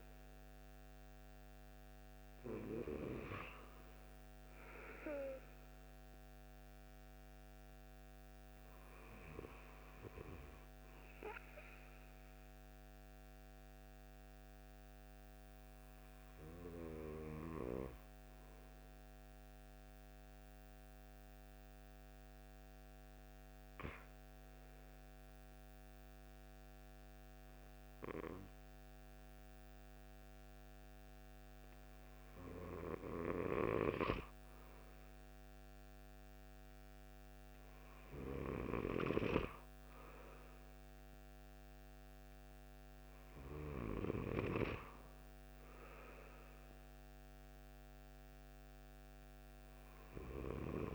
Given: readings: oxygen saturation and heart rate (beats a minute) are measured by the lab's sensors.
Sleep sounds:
breathing in sleep by a microphone on the trachea; 1
11.50-32.00 s: hypopnea (oxygen 96% before, 93% lowest)
34.50-38.00 s: arousal
From the record:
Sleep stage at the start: N2 (light sleep); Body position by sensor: on the right side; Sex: male

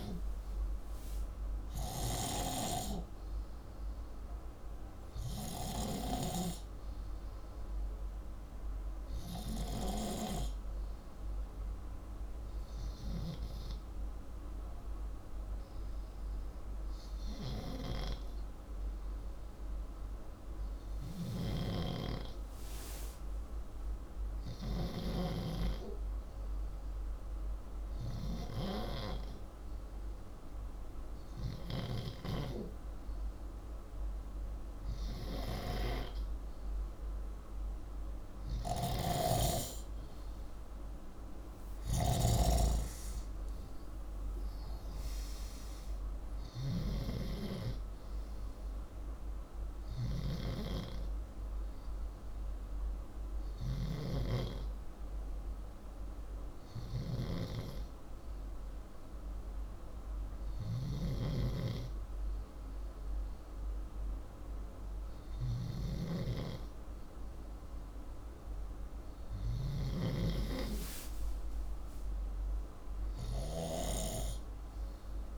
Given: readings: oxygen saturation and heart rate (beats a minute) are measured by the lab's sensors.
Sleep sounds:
breathing in sleep by a room microphone; 2
10.00-21.00 s: hypopnea (oxygen 97% before, 82% lowest, heart rate 158 before, 90 extreme)
20.50-24.50 s: snoring (device-marked)
22.50-28.50 s: oxygen desaturation (device-marked, oxygen 99% before, 95% lowest, heart rate 194 before, 48 extreme)
23.00-26.50 s: arousal
36.50-51.50 s: oxygen desaturation (device-marked, oxygen 96% before, 82% lowest, heart rate 159 before, 37 extreme)
38.00-46.50 s: snoring (device-marked)
51.50-64.00 s: hypopnea (oxygen 99% before, 92% lowest, heart rate 131 before, 84 extreme)
60.50-69.50 s: snoring (device-marked)
70.00-74.00 s: arousal
From the record:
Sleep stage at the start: N2 (light sleep); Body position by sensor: upright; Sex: male

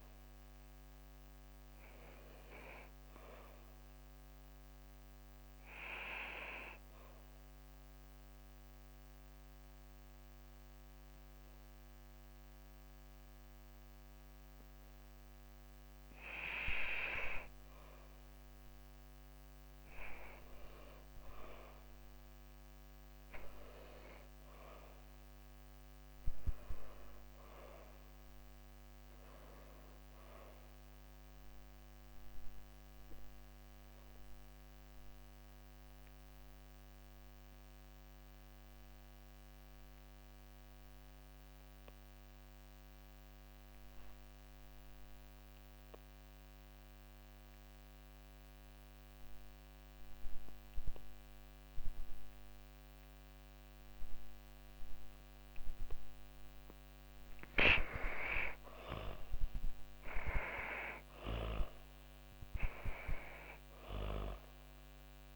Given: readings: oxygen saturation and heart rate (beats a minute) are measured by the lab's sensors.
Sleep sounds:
breathing in sleep by a microphone on the trachea; 2
6.00-17.00 s: obstructive apnea (oxygen 96% before, 86% lowest)
20.00-24.00 s: arousal
31.50-55.00 s: obstructive apnea (oxygen 98% before, 86% lowest)
52.50-65.36 s: oxygen desaturation (device-marked, oxygen 98% before, 86% lowest)
57.00-62.00 s: arousal
From the record:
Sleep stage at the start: N2 (light sleep); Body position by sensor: on the back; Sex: female

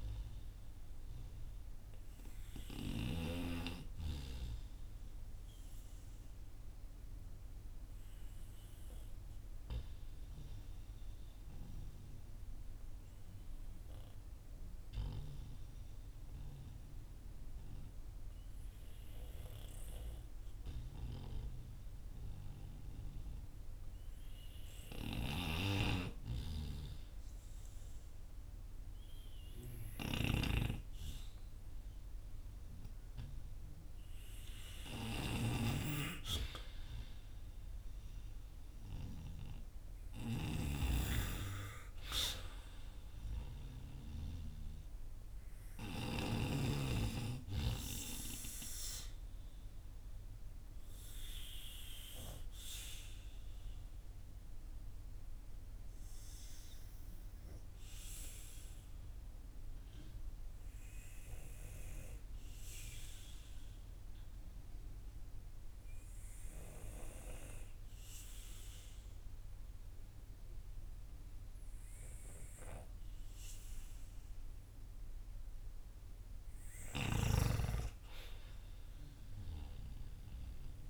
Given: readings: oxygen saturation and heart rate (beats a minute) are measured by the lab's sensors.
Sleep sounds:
breathing in sleep by a room microphone; 2
4.50-34.50 s: obstructive apnea (oxygen 95% before, 90% lowest, heart rate 60 before, 48 extreme, up 8 after)
10.50-26.50 s: oxygen desaturation (device-marked, oxygen 93% before, 90% lowest, heart rate 57 before, 50 extreme)
36.50-40.50 s: arousal
48.00-75.00 s: obstructive apnea (oxygen 97% before, 90% lowest, heart rate 58 before, 49 extreme, up 9 after)
62.50-74.50 s: oxygen desaturation (device-marked, oxygen 94% before, 91% lowest, heart rate 57 before, 54 extreme)
From the record:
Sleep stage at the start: N2 (light sleep); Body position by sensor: on the back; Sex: male

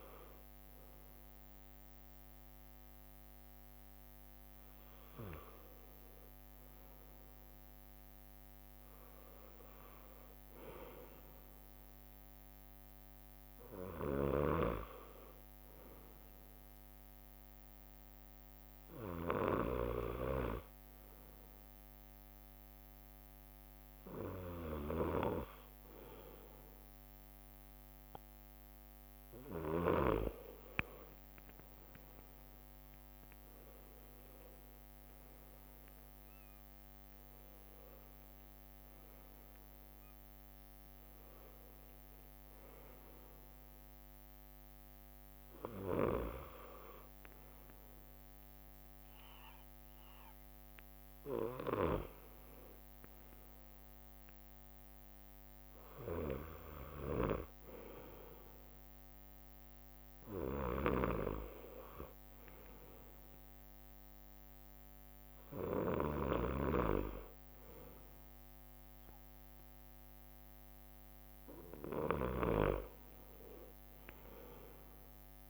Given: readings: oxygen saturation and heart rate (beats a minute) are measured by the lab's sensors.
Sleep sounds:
breathing in sleep by a microphone on the trachea; none
4.00-15.00 s: drop in pulse transit time (device-marked, heart rate 72 before, 63 extreme)
7.00-9.00 s: leg movement (device-marked)
10.00-12.50 s: leg movement (device-marked)
30.50-36.00 s: leg movement (device-marked)
32.50-37.00 s: arousal
45.00-57.00 s: drop in pulse transit time (device-marked, heart rate 66 before, 64 extreme)
73.50-75.50 s: leg movement (device-marked)
From the record:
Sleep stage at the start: N2 (light sleep); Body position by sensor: on the right side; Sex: male

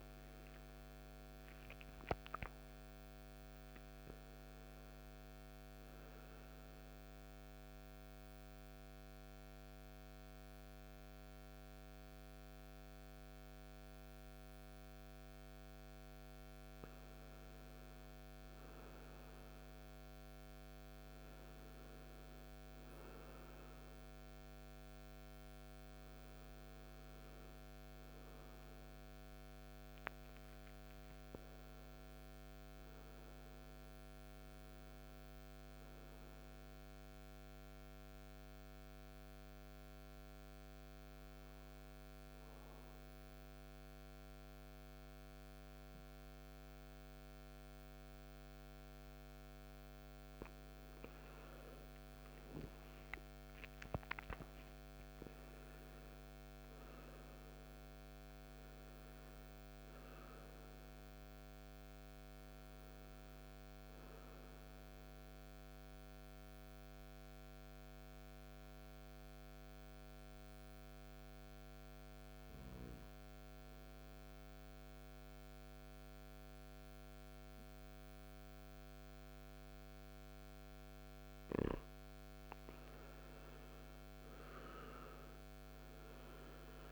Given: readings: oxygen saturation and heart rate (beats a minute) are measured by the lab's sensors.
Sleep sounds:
breathing in sleep, hard to hear, by a microphone on the trachea; 2
28.00-32.00 s: arousal
34.50-49.50 s: obstructive apnea (oxygen 98% before, 92% lowest, heart rate 61 before, 54 extreme, up 14 after)
52.00-56.50 s: arousal
52.00-86.92 s: new sleep stage, N2 (light sleep)
63.00-80.00 s: obstructive apnea (oxygen 97% before, 92% lowest, heart rate 66 before, 54 extreme, up 16 after)
82.50-86.50 s: arousal
From the record:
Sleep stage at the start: N1 (lightest sleep); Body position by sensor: on the right side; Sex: male

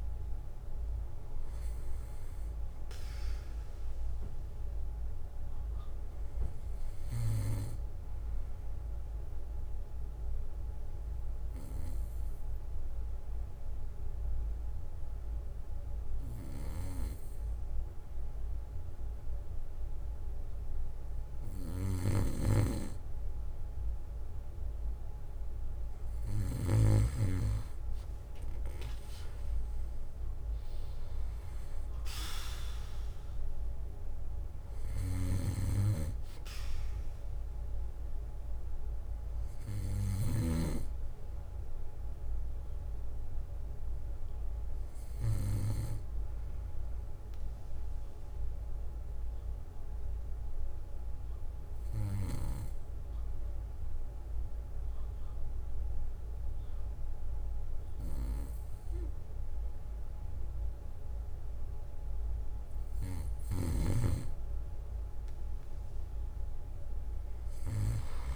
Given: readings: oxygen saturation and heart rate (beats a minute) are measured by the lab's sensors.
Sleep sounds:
breathing in sleep by a room microphone; 2
4.00-7.00 s: arousal
5.50-7.50 s: bradycardia (device-marked, heart rate 60 before, 61 extreme)
10.00-21.00 s: obstructive apnea (oxygen 95% before, 93% lowest, heart rate 61 before, 56 extreme, up 5 after)
21.50-23.50 s: bradycardia (device-marked, heart rate 60 before, 60 extreme)
22.00-27.00 s: snoring (device-marked)
22.50-26.00 s: arousal
35.50-37.50 s: bradycardia (device-marked, heart rate 60 before, 64 extreme)
38.50-52.50 s: bradycardia (device-marked, heart rate 60 before, 53 extreme)
48.50-62.00 s: obstructive apnea (oxygen 95% before, 93% lowest, heart rate 61 before, 56 extreme, up 5 after)
53.50-55.50 s: bradycardia (device-marked, heart rate 60 before, 56 extreme)
61.50-63.50 s: bradycardia (device-marked, heart rate 60 before, 56 extreme)
65.50-67.50 s: bradycardia (device-marked, heart rate 60 before, 59 extreme)
65.50-68.36 s: arousal
From the record:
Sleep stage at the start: N2 (light sleep); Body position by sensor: on the back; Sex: male

